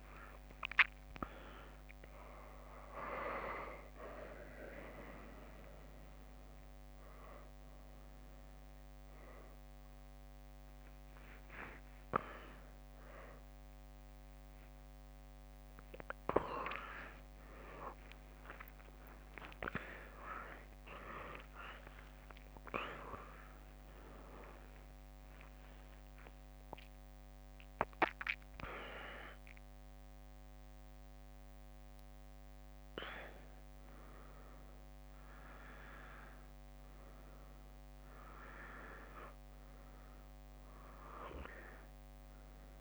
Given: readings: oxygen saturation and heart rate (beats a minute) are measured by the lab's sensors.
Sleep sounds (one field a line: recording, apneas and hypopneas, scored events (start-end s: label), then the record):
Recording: a person awake in a sleep study, by a microphone on the trachea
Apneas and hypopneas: none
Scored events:
0.00-2.50 s: leg movement (device-marked)
0.00-8.50 s: drop in pulse transit time (device-marked, heart rate 61 extreme)
12.50-14.50 s: tachycardia (device-marked, heart rate 65 before, 98 extreme)
32.50-39.50 s: leg movement (device-marked)
From the record:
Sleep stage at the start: awake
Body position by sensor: on the back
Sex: female